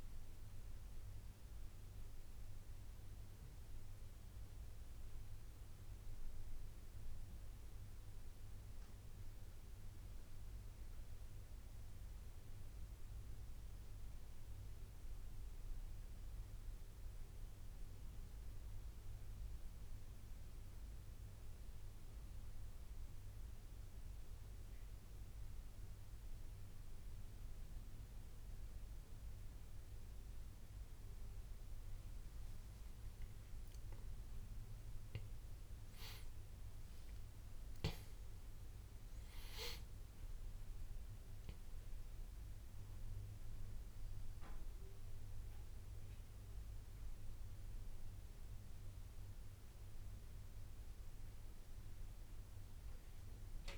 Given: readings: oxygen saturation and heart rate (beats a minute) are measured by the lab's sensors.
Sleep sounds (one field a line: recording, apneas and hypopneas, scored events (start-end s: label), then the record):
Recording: a person awake in a sleep study, hard to hear, by a room microphone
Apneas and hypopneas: none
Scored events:
none scored
From the record:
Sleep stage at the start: awake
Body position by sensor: on the back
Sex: male